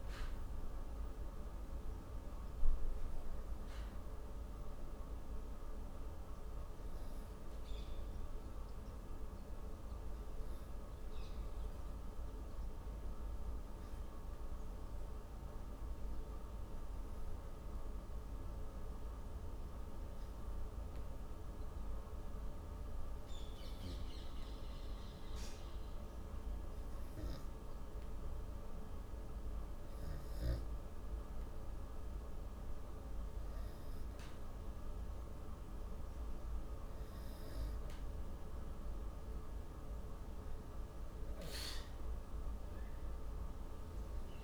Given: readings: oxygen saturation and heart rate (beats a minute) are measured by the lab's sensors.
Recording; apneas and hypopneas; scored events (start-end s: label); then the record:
breathing in sleep, hard to hear, by a room microphone; 1
7.50-29.00 s: obstructive apnea (oxygen 97% before, 93% lowest)
From the record:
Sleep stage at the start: N2 (light sleep); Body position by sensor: on the back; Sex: female